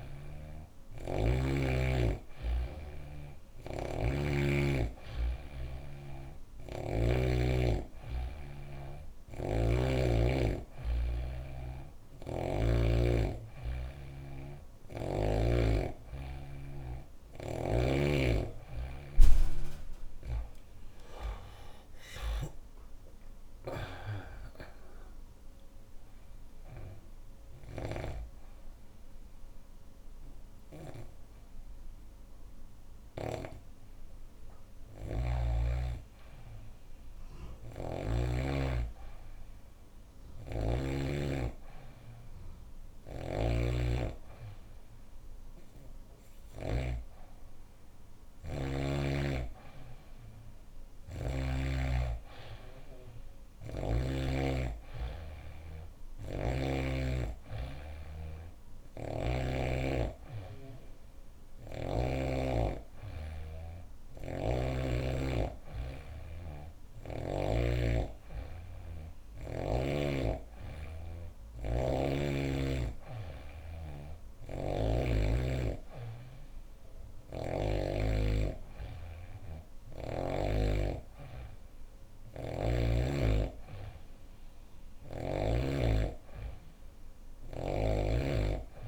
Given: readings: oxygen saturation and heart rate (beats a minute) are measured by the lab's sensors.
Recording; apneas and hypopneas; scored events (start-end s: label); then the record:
breathing in sleep by a room microphone; none
21.00-24.50 s: arousal
27.00-33.00 s: snoring (device-marked)
42.50-46.50 s: snoring (device-marked)
63.50-67.00 s: snoring (device-marked)
74.00-77.50 s: snoring (device-marked)
From the record:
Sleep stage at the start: N3 (deep sleep); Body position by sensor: on the back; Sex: female